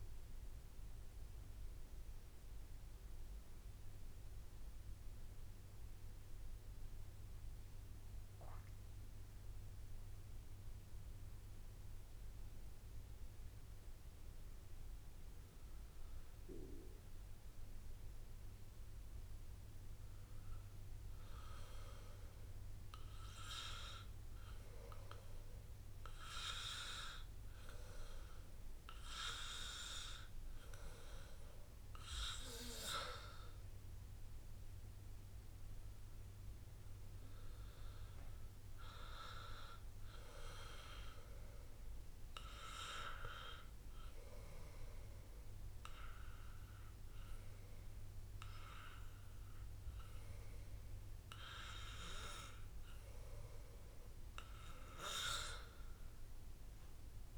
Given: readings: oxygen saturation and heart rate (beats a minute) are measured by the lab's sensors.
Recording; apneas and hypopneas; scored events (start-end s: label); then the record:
breathing in sleep by a room microphone; none
5.50-9.50 s: arousal
From the record:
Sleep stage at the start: N2 (light sleep); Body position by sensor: on the back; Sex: male